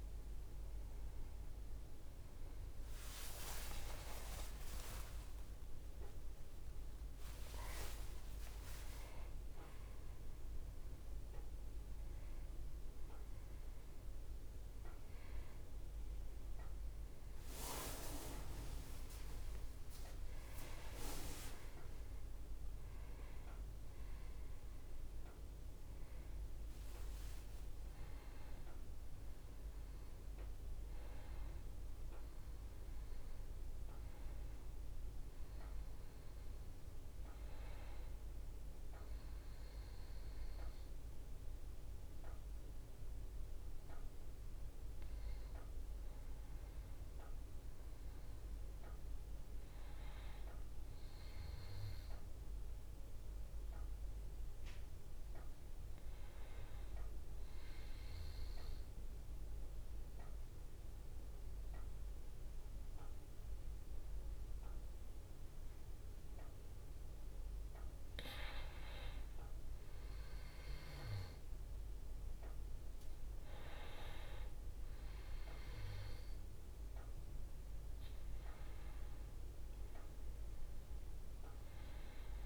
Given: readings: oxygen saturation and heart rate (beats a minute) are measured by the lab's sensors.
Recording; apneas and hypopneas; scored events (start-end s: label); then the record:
breathing in sleep by a room microphone; 1
6.00-11.00 s: arousal
26.00-82.46 s: new sleep stage, N2 (light sleep)
57.50-67.50 s: obstructive apnea (oxygen 97% before, 91% lowest, heart rate 66 before, 61 extreme, up 3 after)
69.50-72.00 s: arousal
71.00-82.46 s: oxygen desaturation (device-marked, oxygen 95% before, 91% lowest, heart rate 63 before, 62 extreme)
From the record:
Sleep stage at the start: N1 (lightest sleep); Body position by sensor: on the back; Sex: male